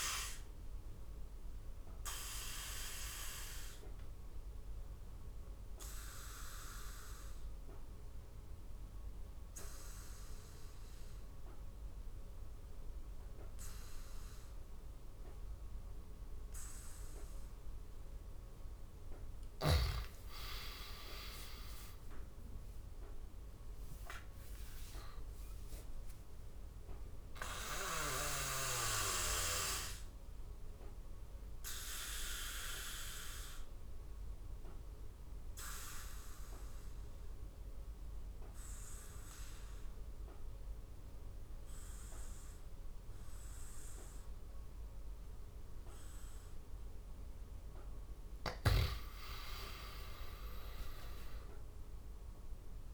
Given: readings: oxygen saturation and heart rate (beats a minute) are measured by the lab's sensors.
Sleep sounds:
breathing in sleep by a room microphone; 2
1.00-17.50 s: obstructive apnea (oxygen 100% before, 82% lowest, heart rate 72 before, 68 extreme, up 13 after)
4.50-20.50 s: oxygen desaturation (device-marked, oxygen 100% before, 82% lowest, heart rate 73 before, 68 extreme)
19.50-24.00 s: arousal
31.00-47.00 s: obstructive apnea (oxygen 99% before, 87% lowest, heart rate 82 before, 68 extreme, up 14 after)
31.50-49.50 s: oxygen desaturation (device-marked, oxygen 99% before, 87% lowest, heart rate 82 before, 68 extreme)
48.00-51.00 s: arousal
48.00-52.94 s: snoring (device-marked)
From the record:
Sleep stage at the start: N2 (light sleep); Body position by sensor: on the back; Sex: male

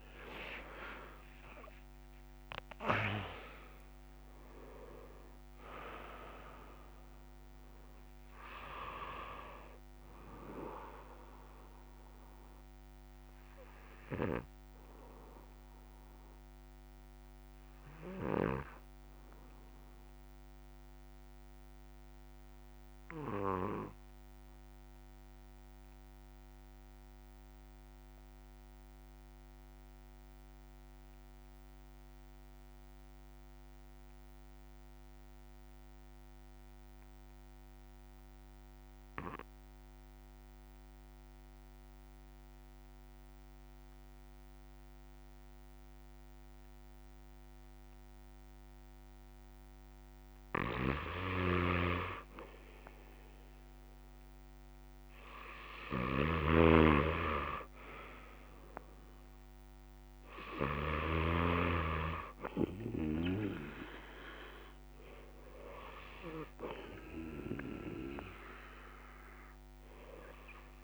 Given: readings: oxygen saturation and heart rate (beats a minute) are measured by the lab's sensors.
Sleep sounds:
breathing in sleep by a microphone on the trachea; 1
0.00-26.50 s: oxygen desaturation (device-marked, oxygen 88% lowest, heart rate 54 extreme)
20.00-50.50 s: mixed apnea (oxygen 97% before, 87% lowest, heart rate 68 before, 53 extreme, up 3 after)
40.50-70.84 s: new sleep stage, N2 (light sleep)
44.50-70.84 s: oxygen desaturation (device-marked, oxygen 99% before, 87% lowest, heart rate 63 before, 50 extreme)
56.00-61.50 s: snoring (device-marked)
From the record:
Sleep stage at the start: N1 (lightest sleep); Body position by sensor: on the back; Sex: male

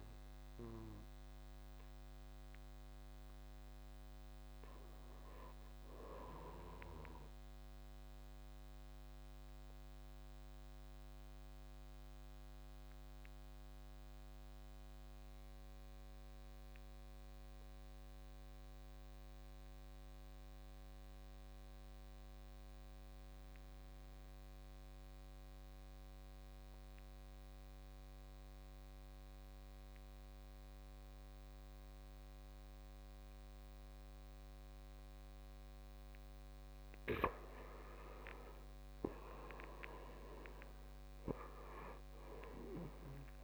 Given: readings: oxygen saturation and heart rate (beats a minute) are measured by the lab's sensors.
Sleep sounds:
breathing in sleep by a microphone on the trachea; 1
0.00-10.50 s: oxygen desaturation (device-marked, oxygen 92% lowest, heart rate 53 extreme)
9.00-35.00 s: obstructive apnea (oxygen 98% before, 84% lowest, heart rate 61 before, 53 extreme, up 8 after)
26.50-43.44 s: oxygen desaturation (device-marked, oxygen 97% before, 84% lowest, heart rate 56 before, 57 extreme)
37.50-41.50 s: arousal
From the record:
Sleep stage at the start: N2 (light sleep); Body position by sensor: on the back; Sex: male

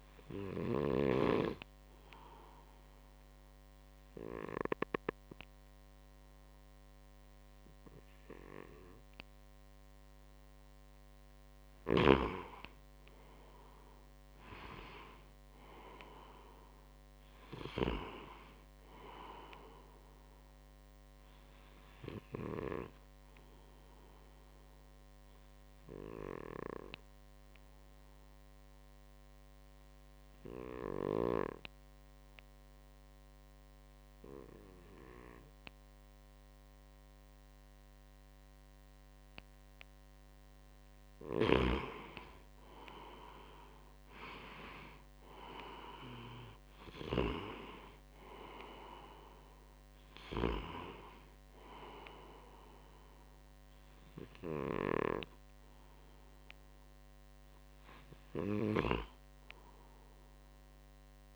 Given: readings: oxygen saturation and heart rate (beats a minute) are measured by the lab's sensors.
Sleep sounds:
breathing in sleep by a microphone on the trachea; 2
0.00-9.00 s: oxygen desaturation (device-marked, oxygen 93% lowest, heart rate 57 extreme)
0.50-10.50 s: obstructive apnea (oxygen 97% before, 93% lowest, heart rate 62 before, 57 extreme, up 5 after)
12.50-17.00 s: arousal
21.50-39.50 s: obstructive apnea (oxygen 96% before, 93% lowest, heart rate 62 before, 58 extreme, up 6 after)
45.00-58.00 s: oxygen desaturation (device-marked, oxygen 96% before, 93% lowest, heart rate 60 before, 61 extreme)
61.00-61.36 s: new sleep stage, awake
From the record:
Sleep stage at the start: N2 (light sleep); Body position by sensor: on the right side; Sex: male

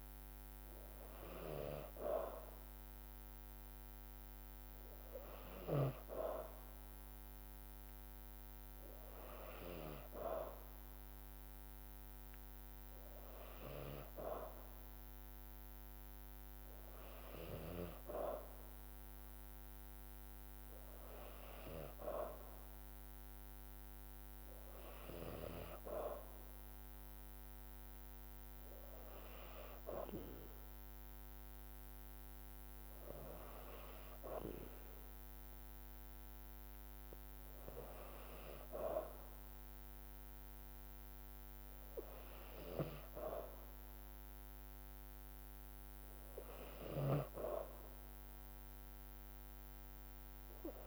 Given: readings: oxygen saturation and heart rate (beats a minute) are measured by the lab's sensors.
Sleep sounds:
breathing in sleep by a microphone on the trachea; none
31.50-43.50 s: drop in pulse transit time (device-marked, heart rate 54 before, 53 extreme)
From the record:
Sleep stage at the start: N2 (light sleep); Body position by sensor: on the back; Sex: female

